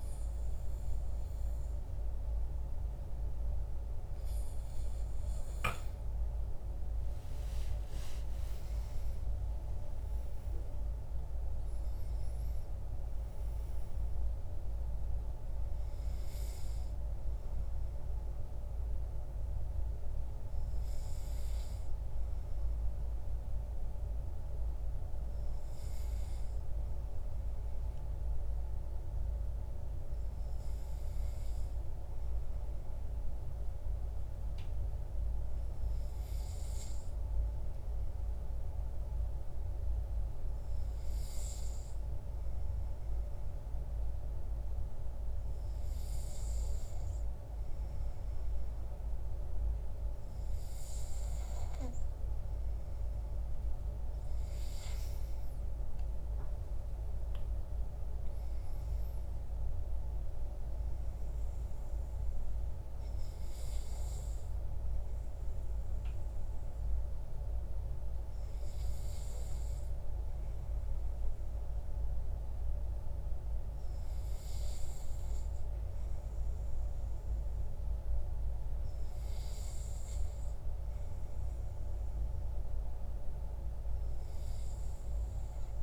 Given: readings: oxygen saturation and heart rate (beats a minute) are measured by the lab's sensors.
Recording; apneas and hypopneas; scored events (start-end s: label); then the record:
breathing in sleep, hard to hear, by a room microphone; 1
6.50-11.50 s: arousal
32.00-51.50 s: hypopnea (oxygen 96% before, 95% lowest, heart rate 63 before, 50 extreme, up 18 after)
54.50-58.50 s: arousal
From the record:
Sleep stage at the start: N2 (light sleep); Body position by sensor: on the back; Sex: male